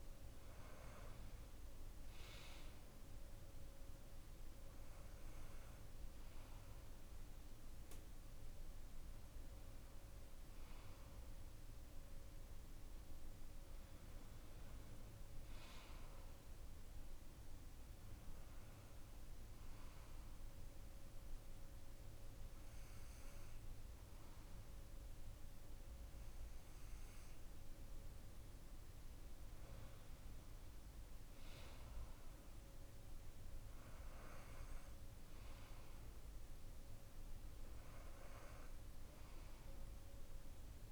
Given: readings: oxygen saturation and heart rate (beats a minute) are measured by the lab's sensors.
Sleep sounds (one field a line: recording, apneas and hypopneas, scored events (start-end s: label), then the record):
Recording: breathing in sleep, hard to hear, by a room microphone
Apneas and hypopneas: 1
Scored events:
17.50-28.50 s: hypopnea (oxygen 94% before, 93% lowest)
30.00-33.00 s: arousal
From the record:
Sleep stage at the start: N2 (light sleep)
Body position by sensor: on the back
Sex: male